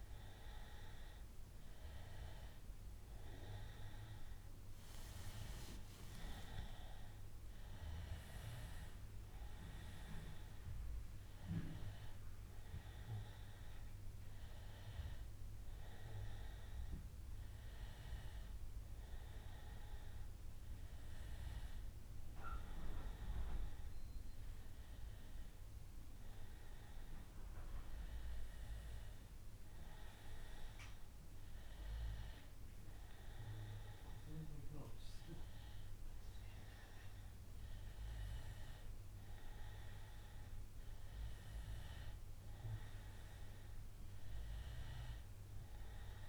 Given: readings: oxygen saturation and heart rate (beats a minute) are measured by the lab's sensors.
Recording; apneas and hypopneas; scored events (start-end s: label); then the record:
a person awake in a sleep study, by a room microphone; none
none scored
From the record:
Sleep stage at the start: awake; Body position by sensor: on the back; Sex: male